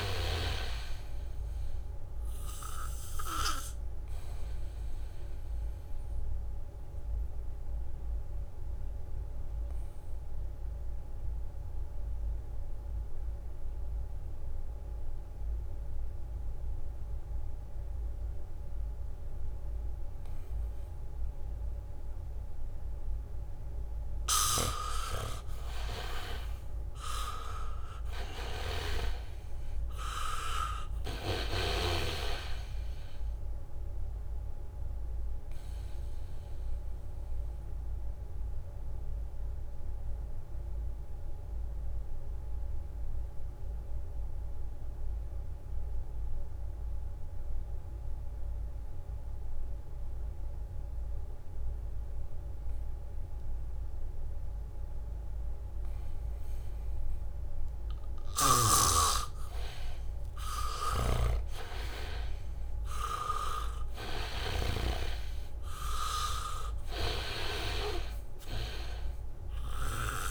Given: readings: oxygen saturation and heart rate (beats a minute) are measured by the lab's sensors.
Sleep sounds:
breathing in sleep by a room microphone; 2
0.00-18.00 s: oxygen desaturation (device-marked, oxygen 83% lowest, heart rate 73 extreme)
5.00-23.00 s: obstructive apnea (oxygen 98% before, 81% lowest, heart rate 73 before, 73 extreme)
24.50-27.50 s: arousal
24.50-29.50 s: leg movement (device-marked)
25.00-29.50 s: snoring (device-marked)
28.00-48.00 s: oxygen desaturation (device-marked, oxygen 99% before, 84% lowest, heart rate 75 before, 71 extreme)
34.50-59.00 s: obstructive apnea (oxygen 99% before, 81% lowest, heart rate 74 before, 71 extreme, up 3 after)
57.50-60.00 s: leg movement (device-marked)
60.00-70.31 s: oxygen desaturation (device-marked, oxygen 99% before, 81% lowest, heart rate 74 before, 73 extreme)
61.00-70.31 s: snoring (device-marked)
62.50-66.00 s: arousal
From the record:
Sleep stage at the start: N2 (light sleep); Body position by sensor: on the back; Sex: male

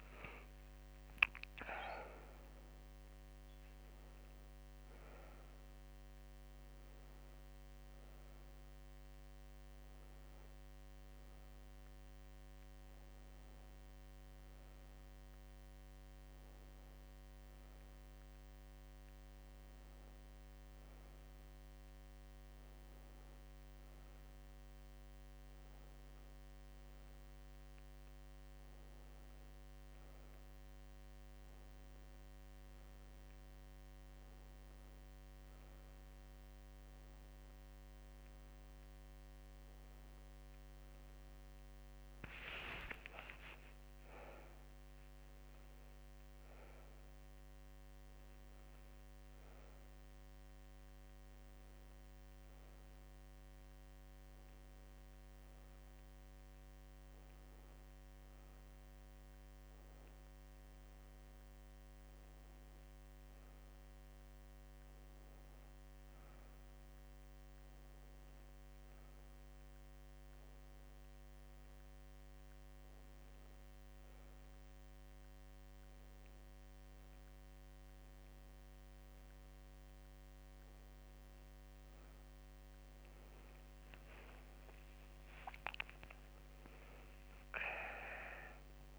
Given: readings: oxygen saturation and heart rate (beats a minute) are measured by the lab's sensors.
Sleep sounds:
a person awake in a sleep study, by a microphone on the trachea; none
52.00-88.99 s: new sleep stage, N1 (lightest sleep)
83.50-87.50 s: arousal
From the record:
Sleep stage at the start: awake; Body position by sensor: on the back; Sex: female

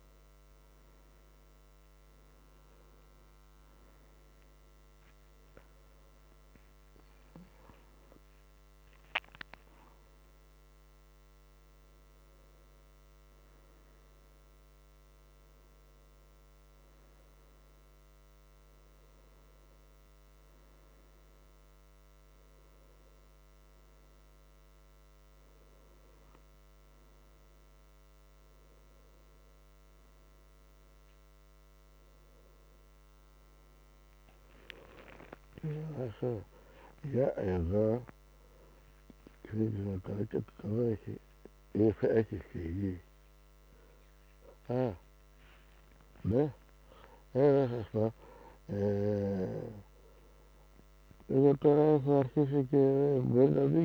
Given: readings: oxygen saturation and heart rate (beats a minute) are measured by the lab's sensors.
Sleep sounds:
a person awake in a sleep study, by a microphone on the trachea; none
46.50-53.84 s: snoring (device-marked)
From the record:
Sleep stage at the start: awake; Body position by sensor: on the back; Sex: male

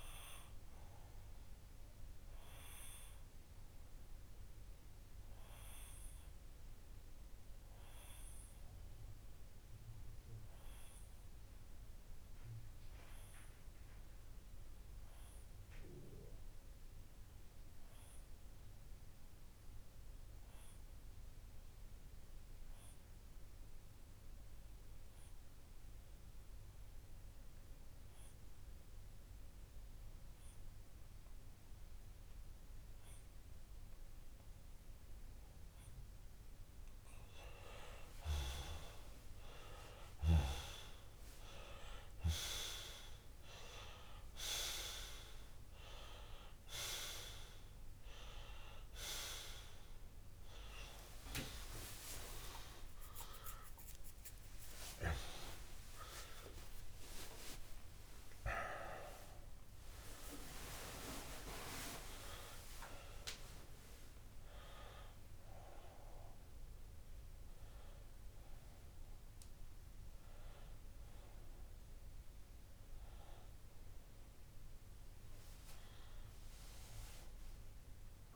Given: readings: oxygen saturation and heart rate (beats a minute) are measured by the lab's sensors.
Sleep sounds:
breathing in sleep by a room microphone; 1
0.50-35.50 s: obstructive apnea (oxygen 97% before, 94% lowest)
32.00-48.00 s: oxygen desaturation (device-marked, oxygen 99% before, 94% lowest)
51.50-57.00 s: arousal
76.00-78.36 s: arousal
From the record:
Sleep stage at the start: N2 (light sleep); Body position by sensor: on the left side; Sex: male

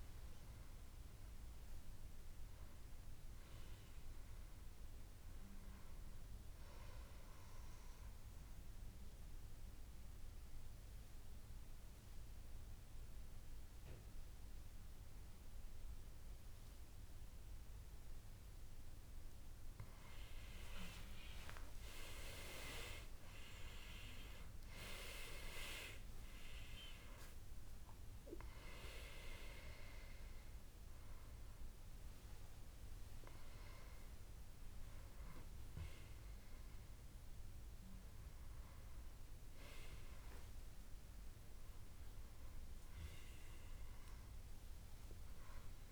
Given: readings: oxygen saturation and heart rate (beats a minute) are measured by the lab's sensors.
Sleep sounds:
breathing in sleep by a room microphone; 1
0.00-1.50 s: oxygen desaturation (device-marked, oxygen 93% lowest, heart rate 69 extreme)
8.00-20.00 s: obstructive apnea (oxygen 98% before, 93% lowest, heart rate 78 before, 69 extreme, up 12 after)
21.50-26.00 s: arousal
21.50-41.50 s: oxygen desaturation (device-marked, oxygen 97% before, 93% lowest, heart rate 73 before, 68 extreme)
42.00-45.50 s: arousal
From the record:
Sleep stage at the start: N2 (light sleep); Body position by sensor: on the back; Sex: male

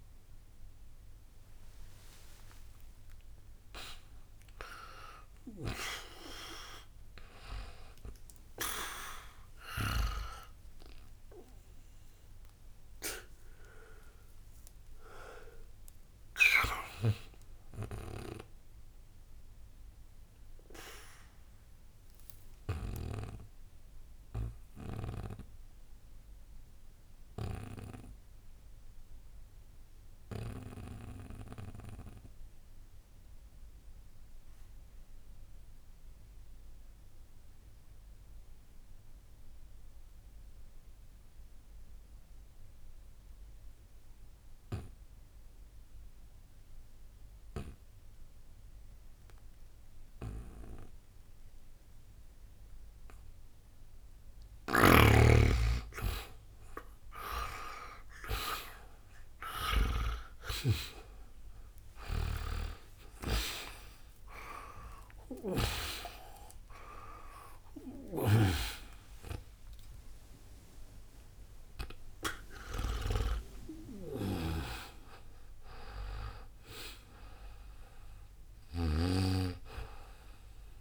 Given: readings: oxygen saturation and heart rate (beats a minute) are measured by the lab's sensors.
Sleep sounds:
breathing in sleep by a room microphone; 1
0.00-38.00 s: oxygen desaturation (device-marked, oxygen 89% lowest, heart rate 62 extreme)
23.00-54.00 s: mixed apnea (oxygen 97% before, 79% lowest, heart rate 63 before, 61 extreme, up 0 after)
51.00-80.81 s: oxygen desaturation (device-marked, oxygen 99% before, 79% lowest, heart rate 62 before, 61 extreme)
57.00-62.00 s: arousal
From the record:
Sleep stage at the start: N2 (light sleep); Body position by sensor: on the back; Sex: male

